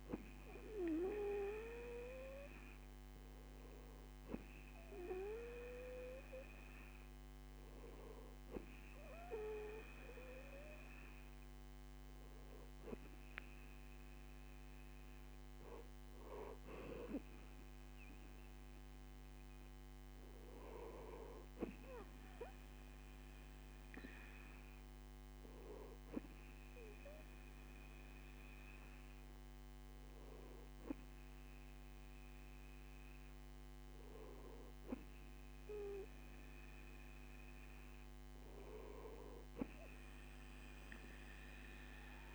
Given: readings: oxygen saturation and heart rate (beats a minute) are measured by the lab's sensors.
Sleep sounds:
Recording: breathing in sleep by a microphone on the trachea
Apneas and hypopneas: none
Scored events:
none scored
From the record:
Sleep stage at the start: N2 (light sleep)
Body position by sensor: on the right side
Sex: male

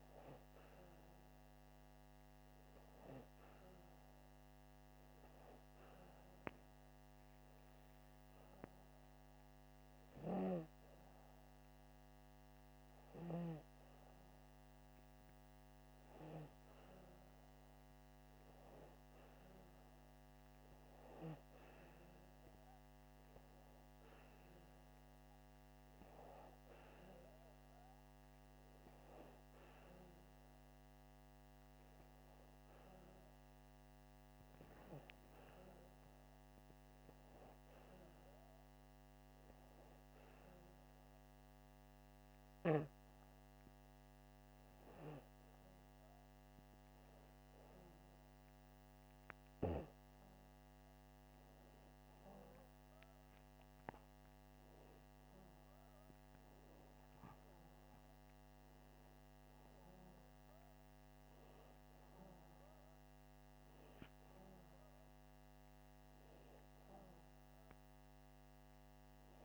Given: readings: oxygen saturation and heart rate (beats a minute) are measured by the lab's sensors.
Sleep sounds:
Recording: breathing in sleep by a microphone on the trachea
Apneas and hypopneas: 2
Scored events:
0.00-3.50 s: oxygen desaturation (device-marked, oxygen 93% lowest, heart rate 81 extreme)
0.50-11.50 s: hypopnea (oxygen 97% before, 94% lowest, heart rate 87 before, 81 extreme, up 4 after)
12.00-15.50 s: arousal
37.50-47.50 s: hypopnea (oxygen 97% before, 95% lowest, heart rate 84 before, 85 extreme, up 3 after)
49.00-52.50 s: arousal
From the record:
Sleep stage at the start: N2 (light sleep)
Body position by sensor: upright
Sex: male

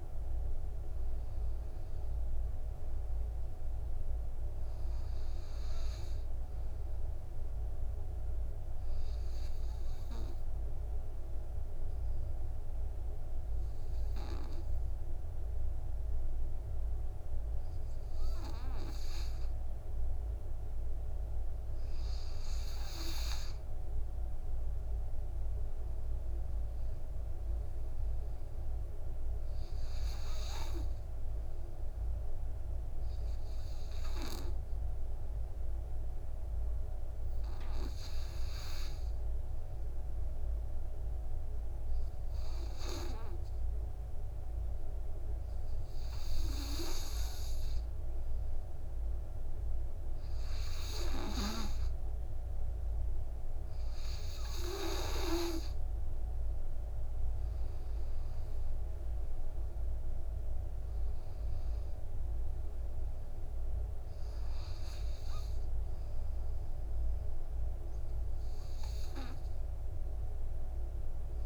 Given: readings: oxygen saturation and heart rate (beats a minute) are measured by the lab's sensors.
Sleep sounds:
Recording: breathing in sleep by a room microphone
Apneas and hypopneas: 2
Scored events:
0.00-20.00 s: oxygen desaturation (device-marked, oxygen 89% lowest, heart rate 52 extreme)
9.50-23.00 s: obstructive apnea (oxygen 98% before, 89% lowest, heart rate 63 before, 52 extreme, up 12 after)
25.00-29.00 s: arousal
33.00-53.00 s: obstructive apnea (oxygen 98% before, 91% lowest, heart rate 57 before, 57 extreme, up 13 after)
53.00-71.46 s: oxygen desaturation (device-marked, oxygen 97% before, 91% lowest, heart rate 57 before, 55 extreme)
57.00-60.00 s: arousal
From the record:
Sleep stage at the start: N2 (light sleep)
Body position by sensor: on the right side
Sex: male

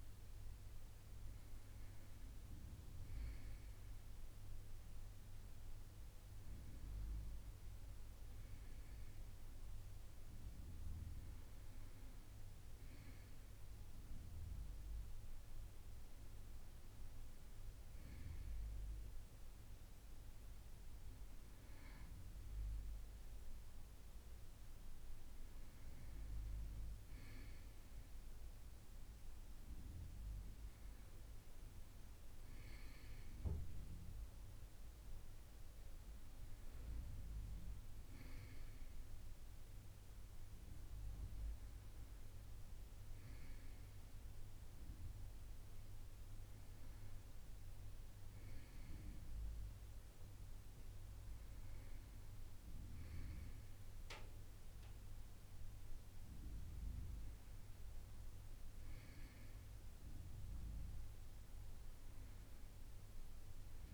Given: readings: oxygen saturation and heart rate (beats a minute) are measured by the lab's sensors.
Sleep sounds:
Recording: a person awake in a sleep study, hard to hear, by a room microphone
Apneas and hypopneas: none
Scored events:
none scored
From the record:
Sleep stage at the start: awake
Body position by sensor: on the right side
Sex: male

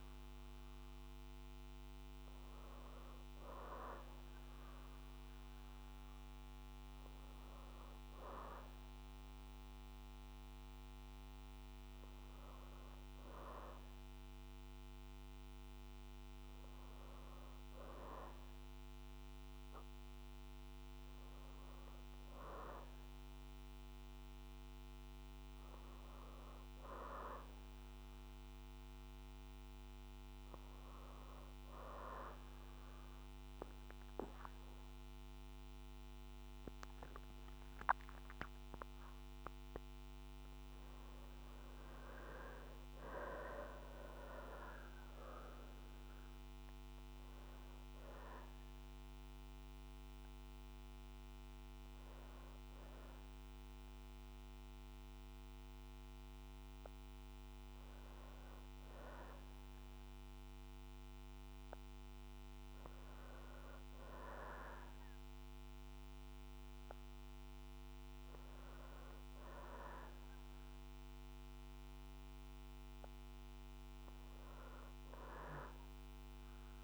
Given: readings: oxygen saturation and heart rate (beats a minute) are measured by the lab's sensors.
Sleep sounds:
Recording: breathing in sleep by a microphone on the trachea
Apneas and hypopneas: none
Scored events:
35.00-39.50 s: arousal
57.50-65.50 s: oxygen desaturation (device-marked, oxygen 95% before, 91% lowest, heart rate 69 before, 60 extreme)
From the record:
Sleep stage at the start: N2 (light sleep)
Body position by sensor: on the back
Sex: female

